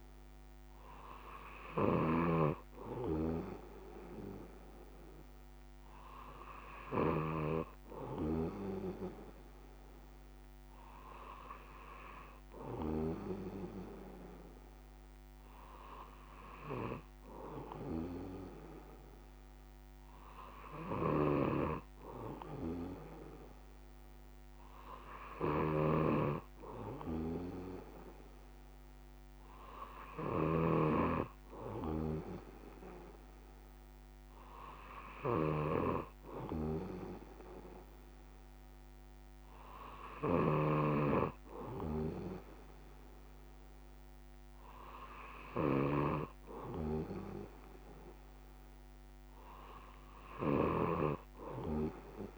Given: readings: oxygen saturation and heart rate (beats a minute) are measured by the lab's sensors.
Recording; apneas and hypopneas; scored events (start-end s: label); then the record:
breathing in sleep by a microphone on the trachea; none
none scored
From the record:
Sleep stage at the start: N3 (deep sleep); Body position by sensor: on the back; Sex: male